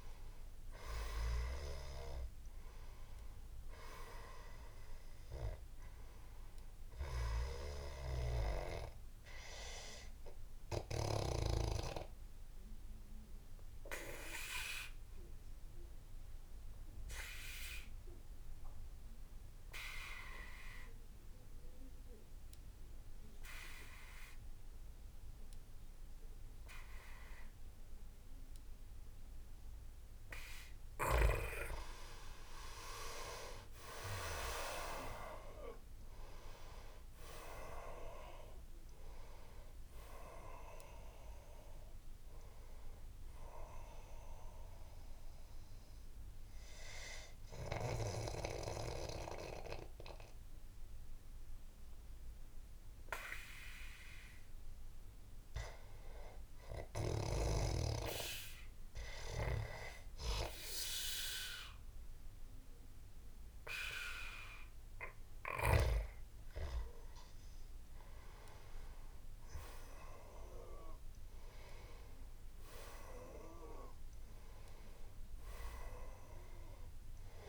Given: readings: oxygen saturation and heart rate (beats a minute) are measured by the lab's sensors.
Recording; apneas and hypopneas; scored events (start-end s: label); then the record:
breathing in sleep by a room microphone; 2
0.00-18.50 s: oxygen desaturation (device-marked, oxygen 91% lowest, heart rate 72 extreme)
11.50-30.50 s: obstructive apnea (oxygen 97% before, 87% lowest, heart rate 80 before, 65 extreme, up 5 after)
27.50-58.50 s: oxygen desaturation (device-marked, oxygen 99% before, 87% lowest, heart rate 82 before, 65 extreme)
32.50-36.50 s: arousal
44.00-55.50 s: obstructive apnea (oxygen 99% before, 87% lowest, heart rate 80 before, 65 extreme, up 15 after)
56.00-59.50 s: arousal
From the record:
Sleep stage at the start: N2 (light sleep); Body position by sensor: on the back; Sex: male